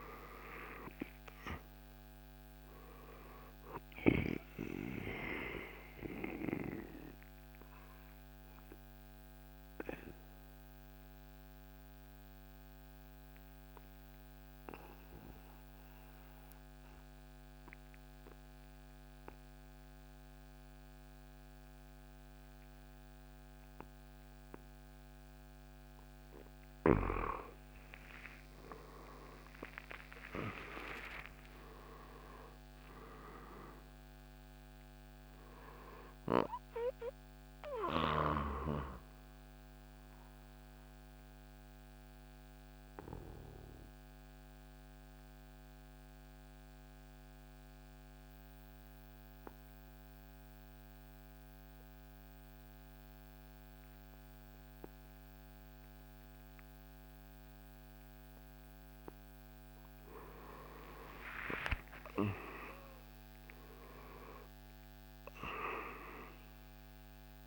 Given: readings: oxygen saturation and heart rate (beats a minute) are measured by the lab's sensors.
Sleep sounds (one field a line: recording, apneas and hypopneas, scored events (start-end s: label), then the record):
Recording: breathing in sleep by a microphone on the trachea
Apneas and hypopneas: 2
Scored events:
0.00-1.00 s: arousal
0.00-11.00 s: drop in pulse transit time (device-marked, heart rate 64 extreme)
5.00-20.00 s: oxygen desaturation (device-marked, oxygen 97% before, 88% lowest, heart rate 72 before, 61 extreme)
5.50-26.00 s: central apnea (oxygen 97% before, 86% lowest, heart rate 72 before, 61 extreme, up 37 after)
27.00-31.50 s: arousal
29.00-33.00 s: oxygen desaturation (device-marked, oxygen 98% before, 94% lowest, heart rate 63 before, 61 extreme)
30.00-43.00 s: drop in pulse transit time (device-marked, heart rate 62 before, 62 extreme)
38.00-54.00 s: oxygen desaturation (device-marked, oxygen 96% before, 86% lowest, heart rate 75 before, 58 extreme)
39.50-58.50 s: mixed apnea (oxygen 98% before, 86% lowest, heart rate 75 before, 58 extreme, up 9 after)
60.50-64.00 s: arousal
63.00-67.46 s: drop in pulse transit time (device-marked, heart rate 62 before, 59 extreme)
From the record:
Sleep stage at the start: N2 (light sleep)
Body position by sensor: on the back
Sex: male